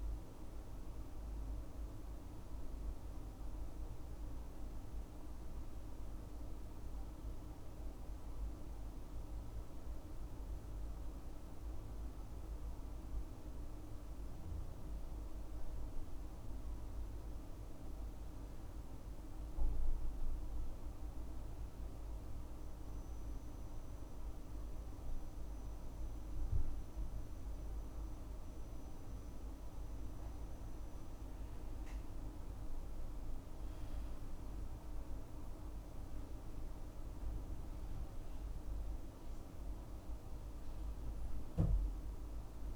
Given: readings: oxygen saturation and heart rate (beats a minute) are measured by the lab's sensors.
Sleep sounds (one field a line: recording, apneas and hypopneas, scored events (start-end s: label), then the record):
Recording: breathing in sleep, hard to hear, by a room microphone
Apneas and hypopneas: 1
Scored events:
3.50-23.50 s: hypopnea (oxygen 97% before, 95% lowest, heart rate 70 before, 63 extreme, up 2 after)
32.50-36.00 s: arousal
From the record:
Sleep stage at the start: N2 (light sleep)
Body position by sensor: on the left side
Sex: male